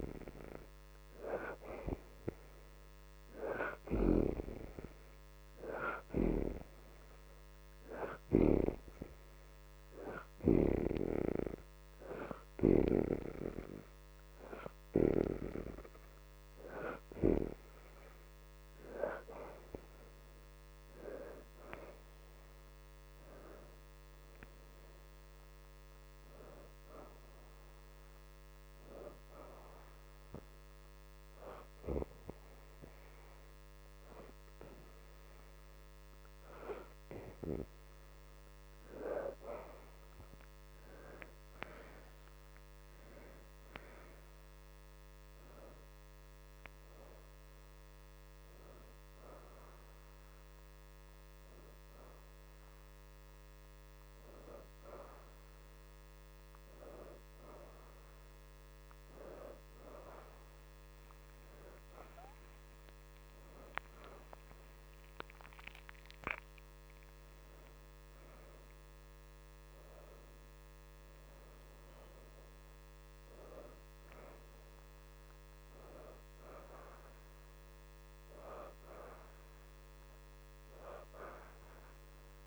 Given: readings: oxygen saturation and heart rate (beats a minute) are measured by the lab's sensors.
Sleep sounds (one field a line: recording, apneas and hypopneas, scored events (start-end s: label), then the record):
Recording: breathing in sleep by a microphone on the trachea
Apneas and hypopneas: 1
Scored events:
0.00-8.50 s: oxygen desaturation (device-marked, oxygen 73% lowest, heart rate 79 extreme)
10.50-23.50 s: oxygen desaturation (device-marked, oxygen 76% before, 71% lowest, heart rate 80 before, 77 extreme)
22.00-26.50 s: arousal
28.50-39.00 s: hypopnea (oxygen 76% before, 68% lowest, heart rate 82 before, 77 extreme, up 6 after)
30.50-46.50 s: oxygen desaturation (device-marked, oxygen 75% before, 68% lowest, heart rate 82 before, 77 extreme)
32.50-82.47 s: new sleep stage, N1 (lightest sleep)
41.00-44.50 s: arousal
54.50-66.50 s: oxygen desaturation (device-marked, oxygen 81% before, 69% lowest, heart rate 81 before, 79 extreme)
61.00-65.00 s: arousal
68.50-82.47 s: oxygen desaturation (device-marked, oxygen 84% before, 77% lowest, heart rate 81 before, 79 extreme)
From the record:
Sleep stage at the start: N2 (light sleep)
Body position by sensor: upright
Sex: female